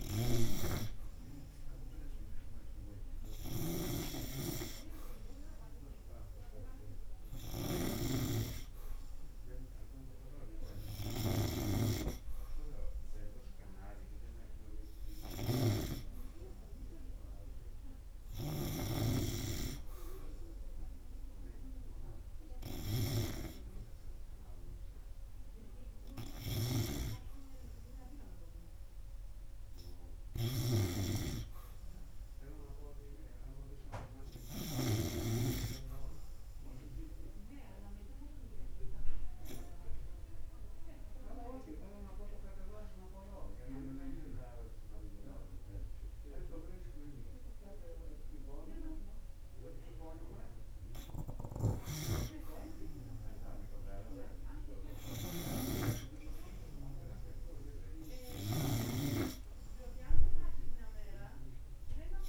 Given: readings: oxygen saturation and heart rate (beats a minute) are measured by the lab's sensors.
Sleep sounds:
breathing in sleep by a room microphone; 1
2.00-6.00 s: arousal
7.50-23.50 s: oxygen desaturation (device-marked, oxygen 97% before, 91% lowest, heart rate 85 before, 84 extreme)
27.00-31.50 s: snoring (device-marked)
31.50-35.00 s: arousal
38.00-51.50 s: obstructive apnea (oxygen 94% before, 93% lowest, heart rate 86 before, 81 extreme, up 1 after)
53.00-56.50 s: arousal
From the record:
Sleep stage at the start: N2 (light sleep); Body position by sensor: on the right side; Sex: male

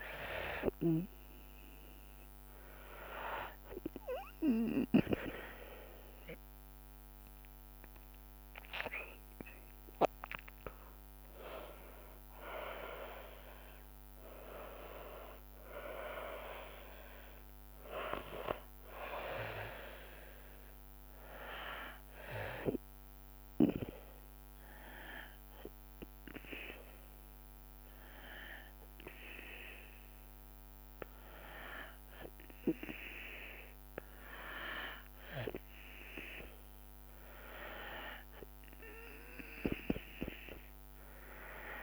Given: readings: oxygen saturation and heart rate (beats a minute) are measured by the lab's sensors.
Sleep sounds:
breathing in sleep by a microphone on the trachea; 1
5.50-17.50 s: drop in pulse transit time (device-marked, heart rate 83 before, 83 extreme)
6.50-10.50 s: arousal
22.00-33.00 s: hypopnea (oxygen 95% before, 92% lowest, heart rate 87 before, 68 extreme, up 23 after)
36.00-39.50 s: arousal
39.50-41.83 s: tachycardia (device-marked, heart rate 95 before, 140 extreme)
From the record:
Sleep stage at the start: N2 (light sleep); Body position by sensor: on the back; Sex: female

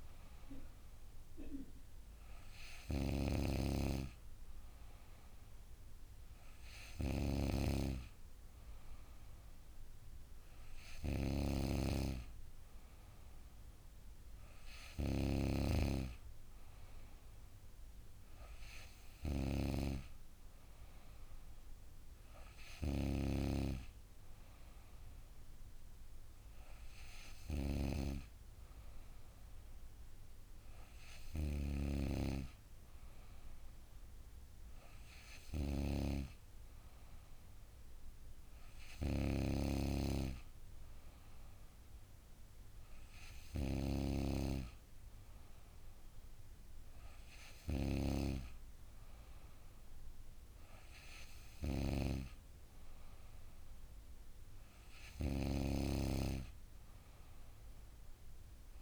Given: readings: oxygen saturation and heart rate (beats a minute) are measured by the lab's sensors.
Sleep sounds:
breathing in sleep by a room microphone; none
none scored
From the record:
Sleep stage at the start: N3 (deep sleep); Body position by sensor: on the back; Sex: female

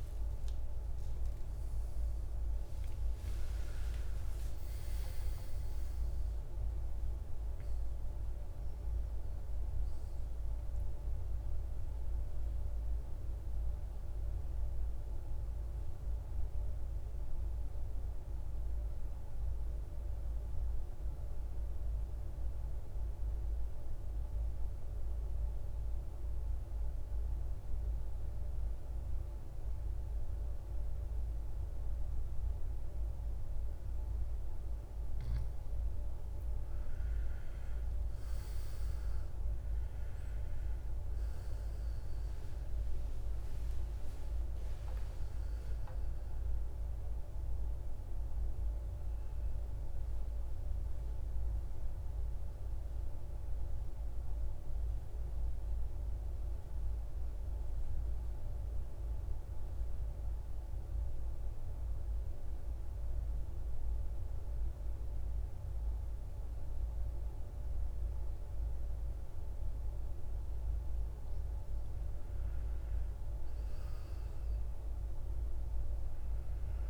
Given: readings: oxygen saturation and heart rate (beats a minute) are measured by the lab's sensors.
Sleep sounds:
breathing in sleep, hard to hear, by a room microphone; 2
0.00-4.00 s: oxygen desaturation (device-marked, oxygen 82% lowest, heart rate 50 extreme)
4.50-8.50 s: arousal
13.00-34.50 s: mixed apnea (oxygen 100% before, 84% lowest, heart rate 78 before, 50 extreme, up 18 after)
32.00-63.00 s: oxygen desaturation (device-marked, oxygen 99% before, 84% lowest, heart rate 53 before, 53 extreme)
37.50-42.00 s: arousal
55.50-70.00 s: mixed apnea (oxygen 98% before, 84% lowest, heart rate 65 before, 54 extreme, up 7 after)
72.50-76.90 s: arousal
From the record:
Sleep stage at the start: N2 (light sleep); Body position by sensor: on the back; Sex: male

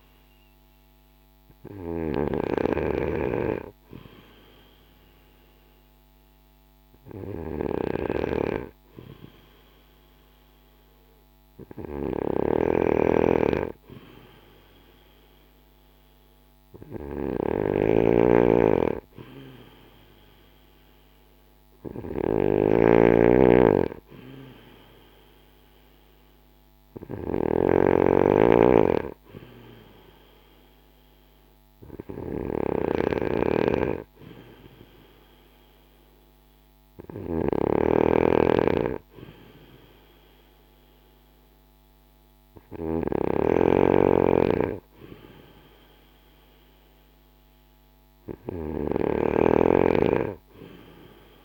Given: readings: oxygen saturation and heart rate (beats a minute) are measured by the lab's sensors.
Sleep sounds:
breathing in sleep by a microphone on the trachea; none
11.50-42.50 s: snoring (device-marked)
48.50-51.44 s: snoring (device-marked)
From the record:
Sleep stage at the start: N2 (light sleep); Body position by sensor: on the back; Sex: male

